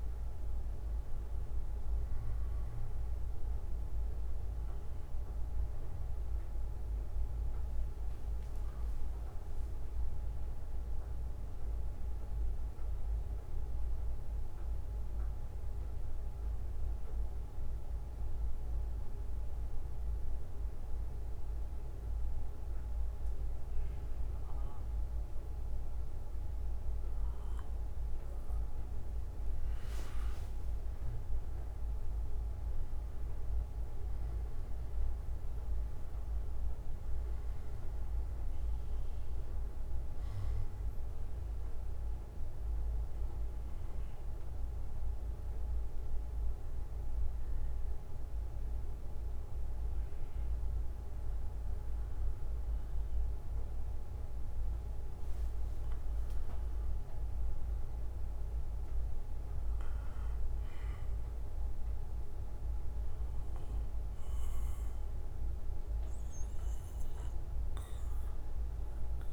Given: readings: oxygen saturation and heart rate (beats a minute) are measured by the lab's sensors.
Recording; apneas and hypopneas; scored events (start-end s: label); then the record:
breathing in sleep, hard to hear, by a room microphone; 2
0.00-24.50 s: oxygen desaturation (device-marked, oxygen 92% lowest, heart rate 52 extreme)
9.50-13.00 s: arousal
12.50-14.50 s: bradycardia (device-marked, heart rate 62 before, 61 extreme)
15.50-19.50 s: bradycardia (device-marked, heart rate 62 before, 52 extreme)
15.50-29.50 s: mixed apnea (oxygen 98% before, 92% lowest, heart rate 65 before, 52 extreme, up 13 after)
30.00-34.00 s: arousal
39.50-44.50 s: bradycardia (device-marked, heart rate 62 before, 55 extreme)
44.50-55.50 s: obstructive apnea (oxygen 97% before, 91% lowest, heart rate 64 before, 50 extreme, up 10 after)
46.50-52.50 s: bradycardia (device-marked, heart rate 62 before, 52 extreme)
59.50-63.50 s: arousal
62.50-69.32 s: bradycardia (device-marked, heart rate 62 before, 50 extreme)
From the record:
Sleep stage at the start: N2 (light sleep); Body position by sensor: on the back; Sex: male